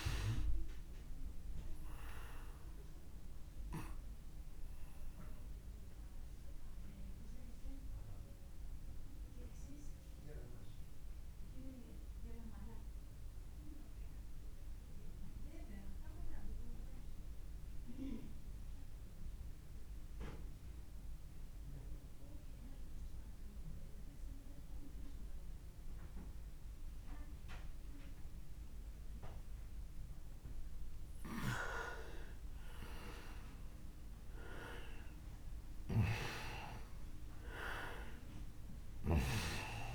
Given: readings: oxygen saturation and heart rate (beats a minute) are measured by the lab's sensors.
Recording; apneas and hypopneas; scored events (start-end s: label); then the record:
breathing in sleep by a room microphone; 1
0.00-22.50 s: oxygen desaturation (device-marked, oxygen 92% lowest)
0.50-29.50 s: obstructive apnea (oxygen 99% before, 92% lowest)
31.00-35.50 s: arousal
38.50-39.95 s: oxygen desaturation (device-marked, oxygen 98% before, 93% lowest)
From the record:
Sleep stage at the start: N2 (light sleep); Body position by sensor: on the back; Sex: male